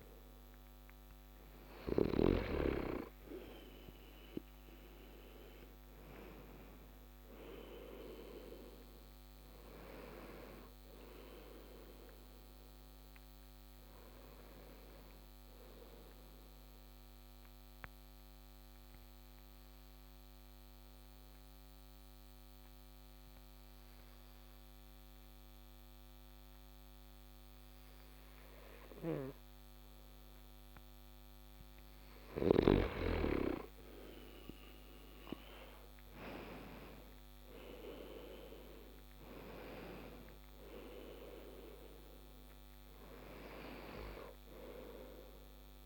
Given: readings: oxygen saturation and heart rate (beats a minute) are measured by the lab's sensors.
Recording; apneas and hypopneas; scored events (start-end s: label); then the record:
breathing in sleep by a microphone on the trachea; 1
0.00-1.50 s: snoring (device-marked)
5.50-16.50 s: oxygen desaturation (device-marked, oxygen 95% before, 92% lowest)
15.00-31.00 s: central apnea (oxygen 95% before, 91% lowest)
18.50-31.50 s: oxygen desaturation (device-marked, oxygen 94% before, 91% lowest)
33.50-38.50 s: arousal
From the record:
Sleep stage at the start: N2 (light sleep); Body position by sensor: on the back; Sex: male